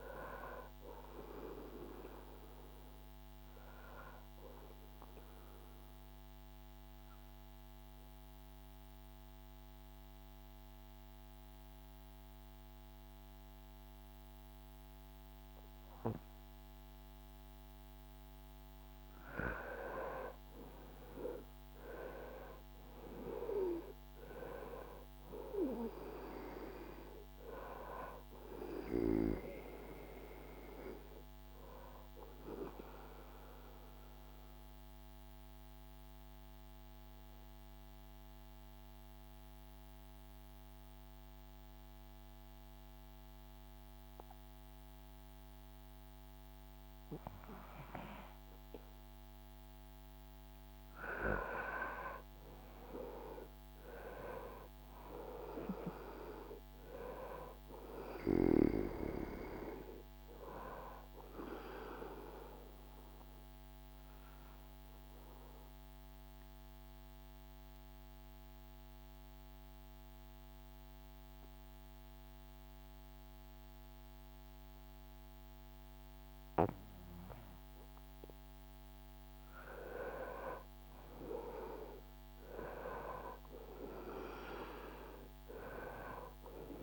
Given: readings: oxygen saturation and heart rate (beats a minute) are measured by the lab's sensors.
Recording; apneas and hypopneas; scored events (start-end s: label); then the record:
breathing in sleep by a microphone on the trachea; 3
4.00-17.50 s: obstructive apnea (oxygen 99% before, 93% lowest, heart rate 77 before, 68 extreme, up 6 after)
18.00-22.50 s: arousal
23.50-40.50 s: oxygen desaturation (device-marked, oxygen 98% before, 93% lowest, heart rate 74 before, 68 extreme)
32.50-48.50 s: obstructive apnea (oxygen 98% before, 93% lowest, heart rate 75 before, 68 extreme, up 9 after)
50.00-55.00 s: arousal
53.50-73.50 s: oxygen desaturation (device-marked, oxygen 98% before, 93% lowest, heart rate 72 before, 69 extreme)
62.00-77.00 s: obstructive apnea (oxygen 98% before, 93% lowest, heart rate 75 before, 69 extreme, up 9 after)
78.00-82.00 s: arousal
82.50-86.83 s: oxygen desaturation (device-marked, oxygen 98% before, 94% lowest, heart rate 72 before, 72 extreme)
From the record:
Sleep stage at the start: REM sleep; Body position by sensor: on the back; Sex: male